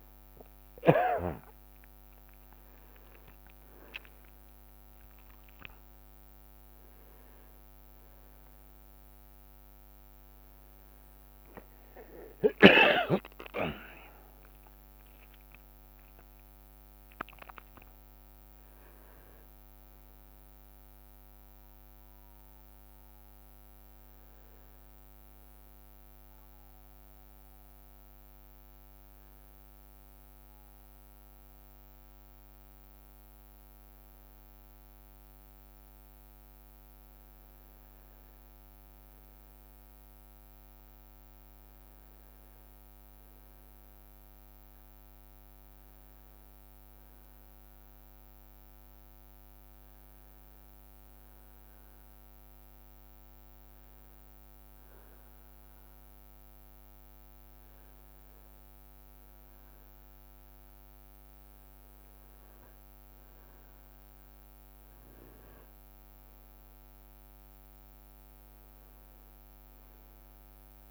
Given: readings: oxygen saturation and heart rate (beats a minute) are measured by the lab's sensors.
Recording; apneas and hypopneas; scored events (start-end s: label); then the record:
breathing in sleep by a microphone on the trachea; none
0.50-1.50 s: leg movement (device-marked)
2.00-8.50 s: leg movement (device-marked)
10.50-70.50 s: new sleep stage, N1 (lightest sleep)
12.00-15.50 s: leg movement (device-marked)
15.00-19.00 s: arousal
70.50-70.91 s: new sleep stage, N2 (light sleep)
From the record:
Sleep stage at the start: N2 (light sleep); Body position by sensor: on the back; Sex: male